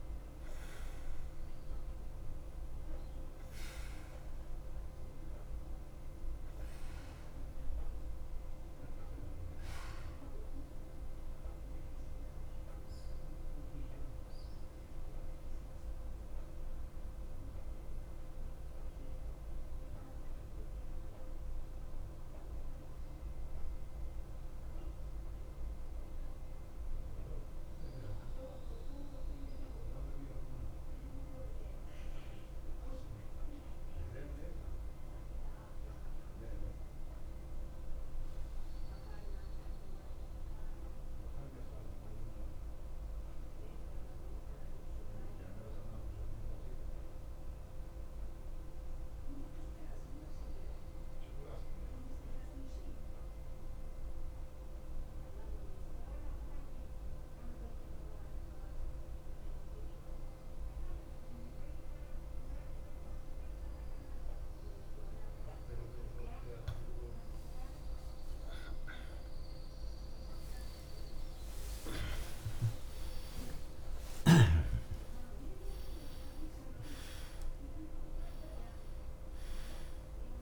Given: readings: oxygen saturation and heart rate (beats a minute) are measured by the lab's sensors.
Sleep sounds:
breathing in sleep, hard to hear, by a room microphone; 1
0.00-34.00 s: oxygen desaturation (device-marked, oxygen 86% lowest, heart rate 51 extreme)
12.00-67.50 s: mixed apnea (oxygen 95% before, 86% lowest, heart rate 56 before, 51 extreme, up 51 after)
62.00-80.42 s: oxygen desaturation (device-marked, oxygen 96% before, 92% lowest, heart rate 53 before, 53 extreme)
70.00-74.50 s: arousal
72.00-75.00 s: tachycardia (device-marked, heart rate 57 before, 97 extreme)
From the record:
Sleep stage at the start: N2 (light sleep); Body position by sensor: on the back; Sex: male

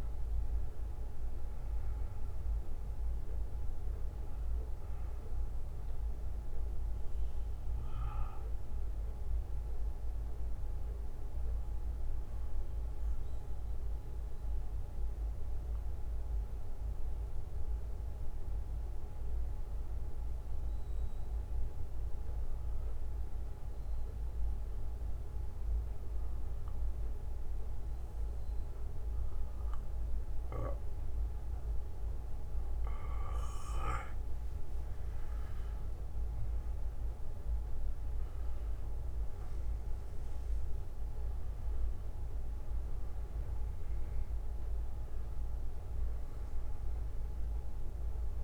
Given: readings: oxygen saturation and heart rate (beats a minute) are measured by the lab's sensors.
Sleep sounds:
breathing in sleep, hard to hear, by a room microphone; 1
0.00-28.00 s: oxygen desaturation (device-marked, oxygen 90% lowest, heart rate 49 extreme)
1.00-17.00 s: bradycardia (device-marked, heart rate 60 before, 49 extreme)
6.00-35.50 s: obstructive apnea (oxygen 99% before, 89% lowest, heart rate 63 before, 47 extreme, up 15 after)
18.00-26.00 s: bradycardia (device-marked, heart rate 60 before, 54 extreme)
37.50-42.00 s: arousal
40.00-42.00 s: bradycardia (device-marked, heart rate 60 before, 65 extreme)
46.00-48.44 s: oxygen desaturation (device-marked, oxygen 96% before, 89% lowest, heart rate 63 before, 47 extreme)
From the record:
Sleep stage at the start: N2 (light sleep); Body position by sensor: on the back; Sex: male

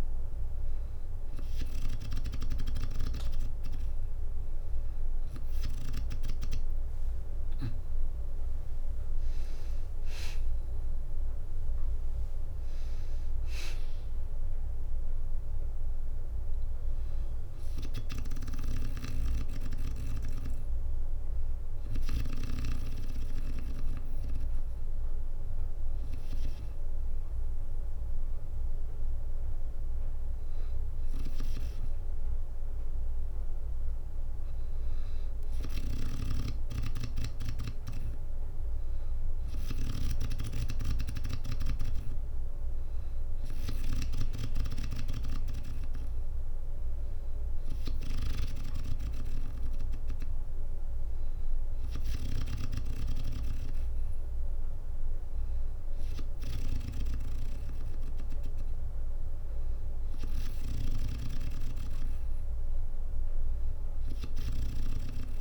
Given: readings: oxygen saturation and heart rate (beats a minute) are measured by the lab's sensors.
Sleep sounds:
breathing in sleep by a room microphone; none
7.00-20.00 s: drop in pulse transit time (device-marked, heart rate 65 before, 62 extreme)
28.00-31.00 s: bradycardia (device-marked, heart rate 63 before, 60 extreme)
35.00-39.50 s: snoring (device-marked)
43.00-45.00 s: long interval between heartbeats (device-marked, heart rate 60 before, 71 extreme)
From the record:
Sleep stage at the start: N2 (light sleep); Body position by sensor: on the back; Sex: female

